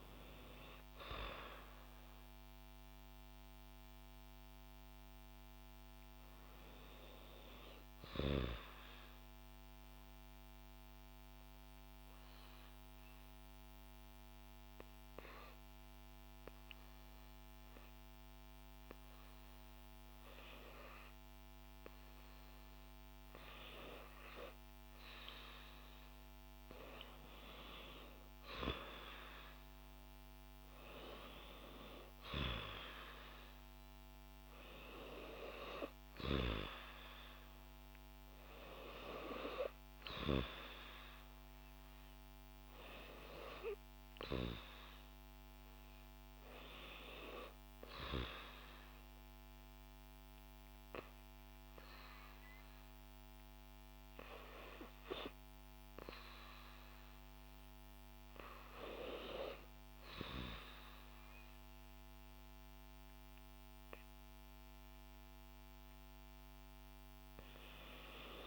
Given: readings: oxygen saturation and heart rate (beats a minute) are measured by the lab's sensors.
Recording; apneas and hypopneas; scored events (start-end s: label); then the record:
breathing in sleep by a microphone on the trachea; 2
0.00-13.00 s: oxygen desaturation (device-marked, oxygen 85% lowest, heart rate 58 extreme)
8.00-19.50 s: obstructive apnea (oxygen 94% before, 87% lowest, heart rate 73 before, 58 extreme, up 0 after)
21.00-25.50 s: arousal
27.00-47.00 s: oxygen desaturation (device-marked, oxygen 97% before, 91% lowest, heart rate 59 before, 60 extreme)
47.50-59.00 s: hypopnea (oxygen 97% before, 89% lowest, heart rate 61 before, 62 extreme, up 0 after)
60.00-68.47 s: oxygen desaturation (device-marked, oxygen 95% before, 90% lowest, heart rate 62 before, 62 extreme)
61.50-63.50 s: arousal
From the record:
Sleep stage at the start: REM sleep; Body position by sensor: on the back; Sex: female